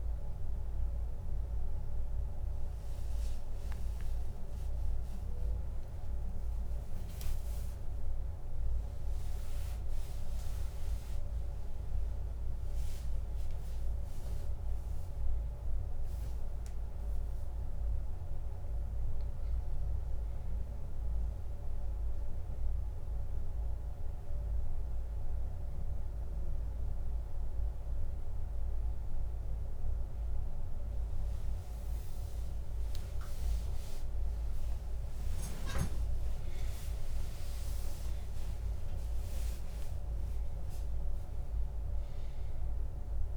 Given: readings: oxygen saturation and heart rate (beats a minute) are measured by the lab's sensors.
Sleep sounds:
breathing in sleep, hard to hear, by a room microphone; none
2.50-7.50 s: arousal
35.00-39.50 s: arousal
From the record:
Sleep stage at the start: N1 (lightest sleep); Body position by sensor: on the back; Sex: male

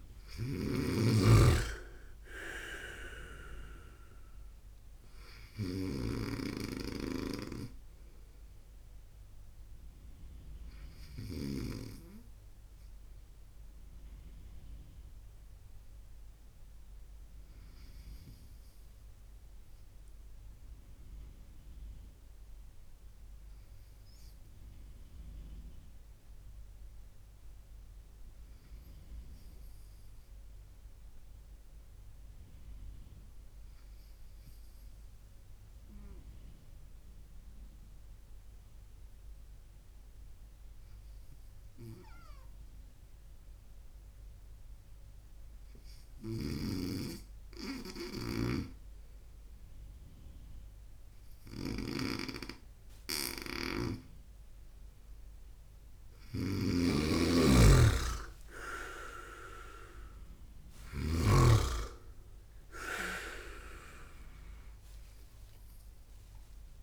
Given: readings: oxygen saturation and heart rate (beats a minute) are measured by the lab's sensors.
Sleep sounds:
breathing in sleep by a room microphone; 1
0.00-11.00 s: snoring (device-marked)
15.50-46.00 s: obstructive apnea (oxygen 100% before, 96% lowest, heart rate 60 before, 59 extreme, up 3 after)
45.50-60.50 s: snoring (device-marked)
55.00-66.00 s: oxygen desaturation (device-marked, oxygen 100% before, 96% lowest, heart rate 66 before, 57 extreme)
56.50-61.50 s: arousal
From the record:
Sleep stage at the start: N2 (light sleep); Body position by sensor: on the right side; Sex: male

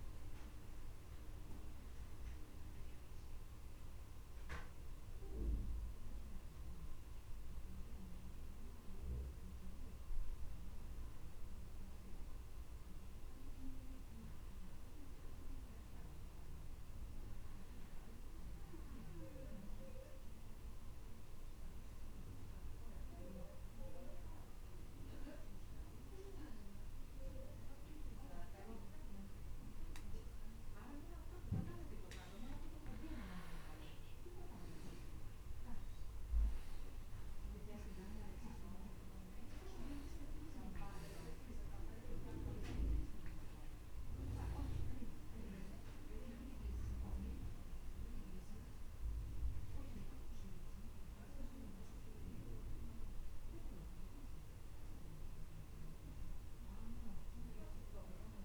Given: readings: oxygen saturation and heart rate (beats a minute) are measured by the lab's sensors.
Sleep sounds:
breathing in sleep by a room microphone; 1
0.00-15.50 s: oxygen desaturation (device-marked, oxygen 93% lowest, heart rate 27 extreme)
16.50-31.50 s: obstructive apnea (oxygen 98% before, 94% lowest)
34.50-38.50 s: arousal
42.50-58.45 s: oxygen desaturation (device-marked, oxygen 98% before, 94% lowest, heart rate 37 before, 28 extreme)
From the record:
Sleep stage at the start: N2 (light sleep); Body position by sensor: on the back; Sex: male

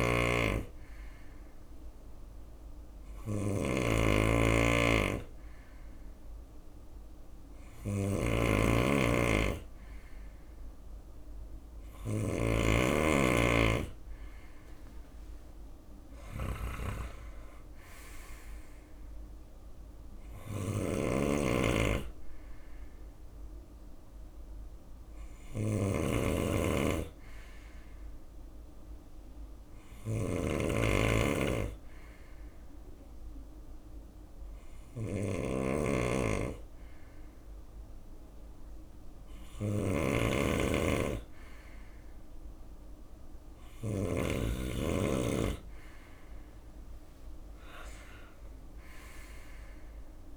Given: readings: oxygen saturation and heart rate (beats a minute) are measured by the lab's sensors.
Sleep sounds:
breathing in sleep by a room microphone; 1
0.00-1.00 s: long interval between heartbeats (device-marked, heart rate 95 extreme)
0.00-43.50 s: snoring (device-marked)
3.00-5.00 s: long interval between heartbeats (device-marked, heart rate 90 before, 100 extreme)
8.00-10.00 s: long interval between heartbeats (device-marked, heart rate 94 before, 95 extreme)
12.00-14.00 s: long interval between heartbeats (device-marked, heart rate 94 before, 93 extreme)
14.00-16.00 s: long interval between heartbeats (device-marked, heart rate 94 before, 94 extreme)
14.00-18.50 s: arousal
14.00-27.00 s: drop in pulse transit time (device-marked, heart rate 94 before, 71 extreme)
28.50-39.50 s: hypopnea (oxygen 96% before, 94% lowest, heart rate 85 before, 71 extreme, up 5 after)
42.00-45.50 s: arousal
46.00-50.37 s: drop in pulse transit time (device-marked, heart rate 73 before, 71 extreme)
From the record:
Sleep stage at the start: N2 (light sleep); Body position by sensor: on the right side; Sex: male

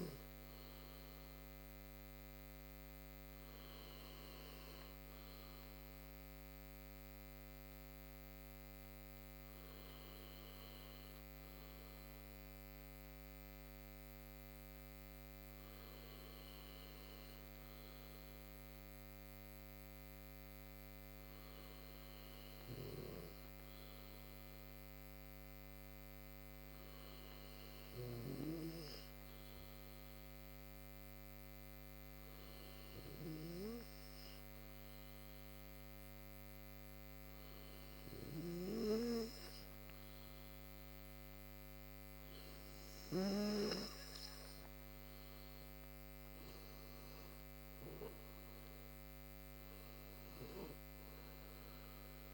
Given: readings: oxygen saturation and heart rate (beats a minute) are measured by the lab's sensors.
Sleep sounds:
breathing in sleep by a microphone on the trachea; 1
2.00-43.00 s: obstructive apnea (oxygen 95% before, 89% lowest, heart rate 65 before, 54 extreme, up 22 after)
44.00-52.34 s: oxygen desaturation (device-marked, oxygen 93% before, 89% lowest, heart rate 66 before, 54 extreme)
46.50-49.00 s: arousal
From the record:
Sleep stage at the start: N2 (light sleep); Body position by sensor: on the right side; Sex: male

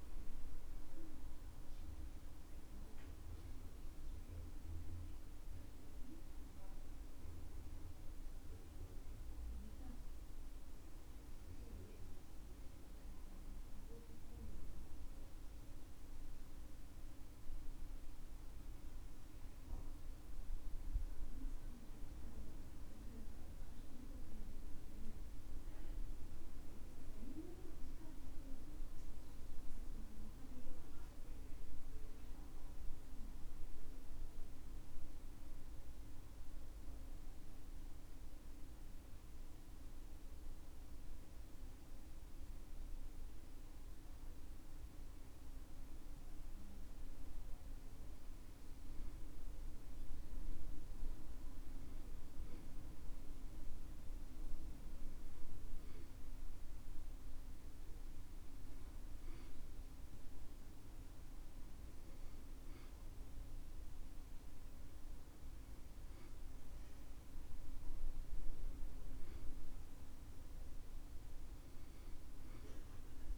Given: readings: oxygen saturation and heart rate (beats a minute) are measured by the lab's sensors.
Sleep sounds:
breathing in sleep, hard to hear, by a room microphone; none
73.00-73.38 s: new sleep stage, REM sleep
From the record:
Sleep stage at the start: N2 (light sleep); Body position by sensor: on the back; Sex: male

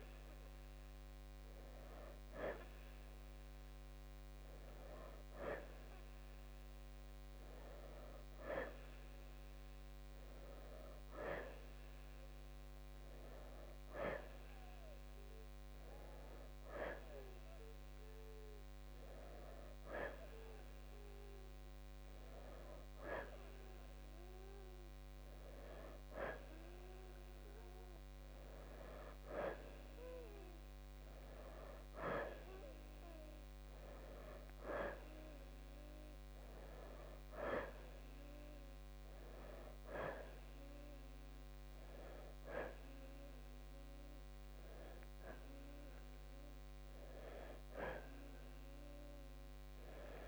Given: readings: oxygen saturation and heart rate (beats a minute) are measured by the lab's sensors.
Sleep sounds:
breathing in sleep by a microphone on the trachea; none
none scored
From the record:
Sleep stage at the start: N2 (light sleep); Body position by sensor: on the back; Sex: male

